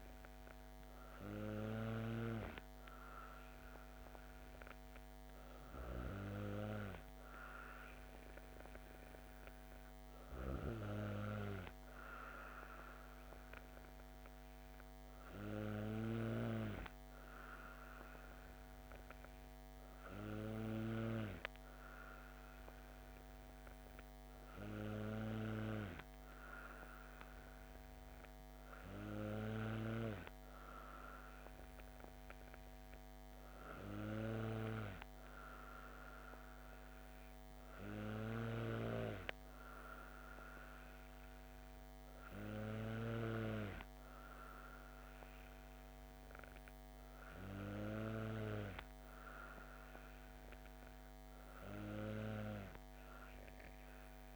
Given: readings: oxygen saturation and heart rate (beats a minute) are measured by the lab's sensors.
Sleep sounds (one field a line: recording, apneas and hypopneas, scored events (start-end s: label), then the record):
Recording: breathing in sleep by a microphone on the trachea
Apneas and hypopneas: none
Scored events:
10.00-21.00 s: snoring (device-marked)
38.00-43.00 s: snoring (device-marked)
From the record:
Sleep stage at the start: N2 (light sleep)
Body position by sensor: on the back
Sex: female